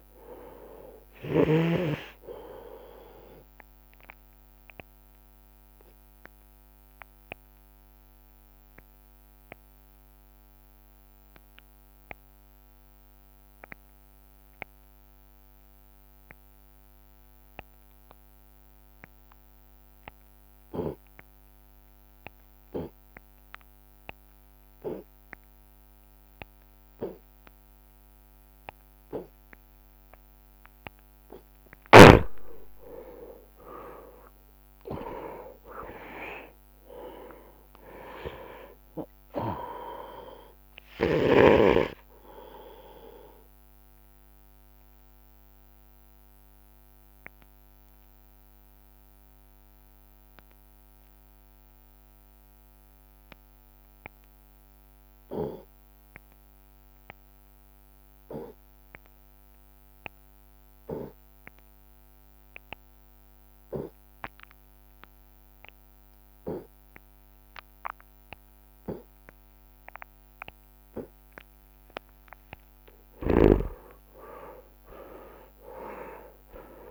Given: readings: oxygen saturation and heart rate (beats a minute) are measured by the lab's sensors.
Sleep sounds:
breathing in sleep by a microphone on the trachea; 2
0.00-2.00 s: snoring (device-marked)
4.50-30.50 s: obstructive apnea (oxygen 99% before, 87% lowest)
16.50-26.50 s: oxygen desaturation (device-marked, oxygen 96% before, 87% lowest)
32.50-36.50 s: arousal
44.00-70.00 s: obstructive apnea (oxygen 97% before, 85% lowest)
55.50-65.50 s: oxygen desaturation (device-marked, oxygen 95% before, 90% lowest)
72.00-76.50 s: arousal
73.50-76.90 s: snoring (device-marked)
74.50-76.90 s: oxygen desaturation (device-marked, oxygen 99% before, 85% lowest)
From the record:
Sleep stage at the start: N2 (light sleep); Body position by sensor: on the right side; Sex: male

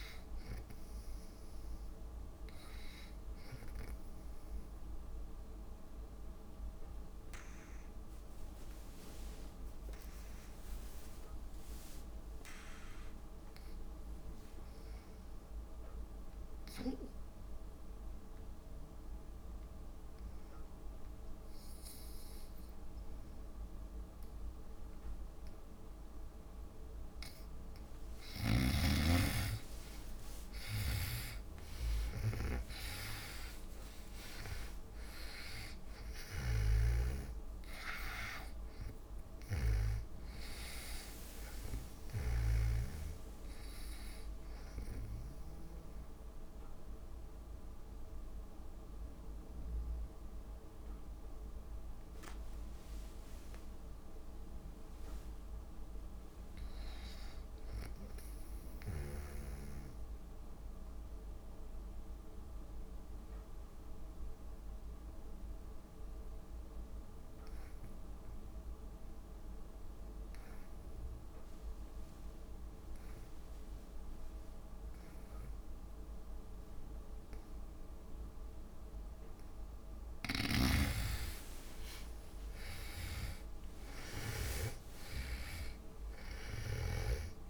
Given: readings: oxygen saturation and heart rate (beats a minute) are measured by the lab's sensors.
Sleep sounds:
breathing in sleep by a room microphone; 3
0.00-13.00 s: oxygen desaturation (device-marked, oxygen 89% lowest)
5.00-28.00 s: obstructive apnea (oxygen 96% before, 78% lowest)
27.00-49.00 s: oxygen desaturation (device-marked, oxygen 96% before, 78% lowest)
30.00-34.50 s: arousal
31.00-43.00 s: snoring (device-marked)
46.00-56.00 s: obstructive apnea (oxygen 96% before, 74% lowest)
56.50-59.50 s: arousal
62.00-79.50 s: obstructive apnea (oxygen 98% before, 74% lowest)
66.00-87.50 s: oxygen desaturation (device-marked, oxygen 98% before, 74% lowest)
81.00-85.50 s: arousal
From the record:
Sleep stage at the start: N2 (light sleep); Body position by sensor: on the back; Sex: female

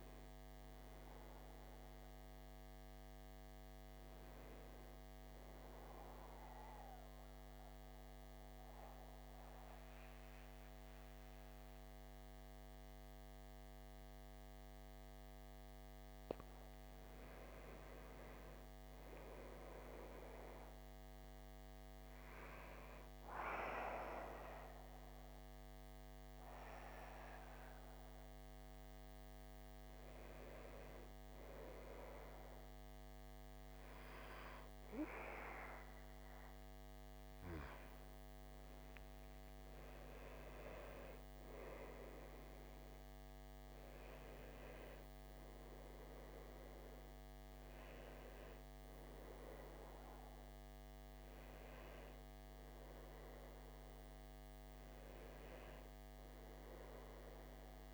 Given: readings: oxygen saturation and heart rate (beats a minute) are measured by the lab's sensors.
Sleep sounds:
breathing in sleep by a microphone on the trachea; 2
0.00-2.00 s: oxygen desaturation (device-marked, oxygen 94% lowest, heart rate 55 extreme)
6.00-17.00 s: central apnea (oxygen 97% before, 91% lowest, heart rate 71 before, 55 extreme, up 5 after)
18.50-21.00 s: arousal
23.00-37.00 s: oxygen desaturation (device-marked, oxygen 97% before, 92% lowest, heart rate 57 before, 58 extreme)
25.00-38.50 s: hypopnea (oxygen 97% before, 91% lowest, heart rate 57 before, 60 extreme, up 8 after)
40.50-44.50 s: arousal
44.00-57.94 s: oxygen desaturation (device-marked, oxygen 94% before, 91% lowest, heart rate 61 before, 58 extreme)
45.00-57.94 s: new sleep stage, N1 (lightest sleep)
From the record:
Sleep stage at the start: N2 (light sleep); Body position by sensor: on the back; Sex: male

